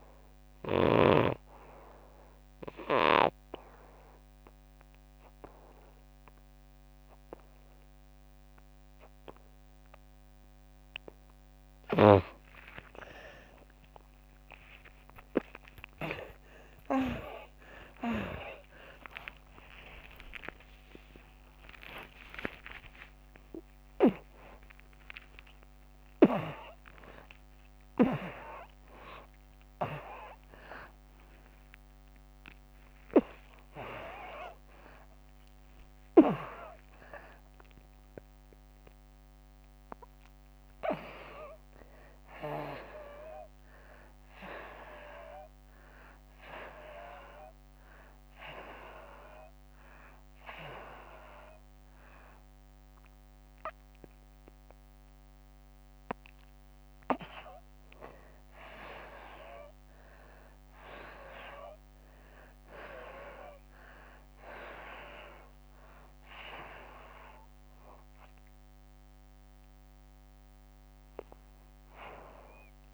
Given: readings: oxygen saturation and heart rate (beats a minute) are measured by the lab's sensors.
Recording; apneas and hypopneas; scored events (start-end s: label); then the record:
a person partly awake in a sleep study, by a microphone on the trachea; 2
0.00-3.50 s: oxygen desaturation (device-marked, oxygen 75% lowest, heart rate 75 extreme)
1.00-11.50 s: obstructive apnea (oxygen 92% before, 81% lowest, heart rate 105 before, 75 extreme, up 35 after)
5.50-39.50 s: oxygen desaturation (device-marked, oxygen 98% before, 81% lowest, heart rate 99 before, 75 extreme)
8.50-38.50 s: new sleep stage, awake
38.50-72.94 s: new sleep stage, N1 (lightest sleep)
44.50-57.00 s: hypopnea (oxygen 97% before, 90% lowest, heart rate 127 before, 88 extreme, up 2 after)
59.00-63.00 s: arousal
63.50-72.94 s: oxygen desaturation (device-marked, oxygen 95% before, 90% lowest, heart rate 97 before, 88 extreme)
From the record:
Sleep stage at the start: N2 (light sleep); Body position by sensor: on the back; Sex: female